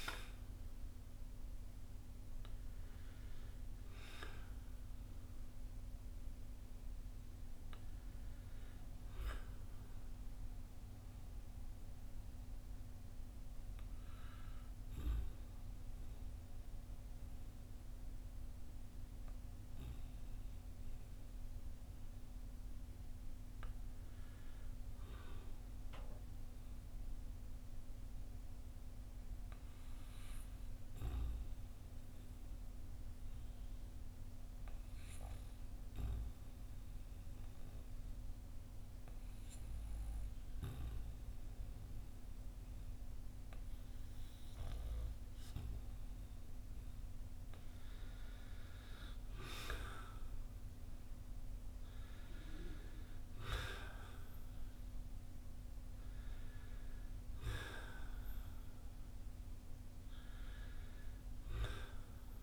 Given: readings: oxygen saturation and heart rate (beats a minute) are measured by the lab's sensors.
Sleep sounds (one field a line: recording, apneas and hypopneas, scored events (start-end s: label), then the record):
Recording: breathing in sleep by a room microphone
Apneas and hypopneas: 1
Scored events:
0.00-25.00 s: oxygen desaturation (device-marked, oxygen 87% lowest, heart rate 45 extreme)
27.50-47.00 s: obstructive apnea (oxygen 97% before, 91% lowest, heart rate 51 before, 47 extreme, up 10 after)
49.00-53.00 s: arousal
From the record:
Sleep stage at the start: N2 (light sleep)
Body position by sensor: on the back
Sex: male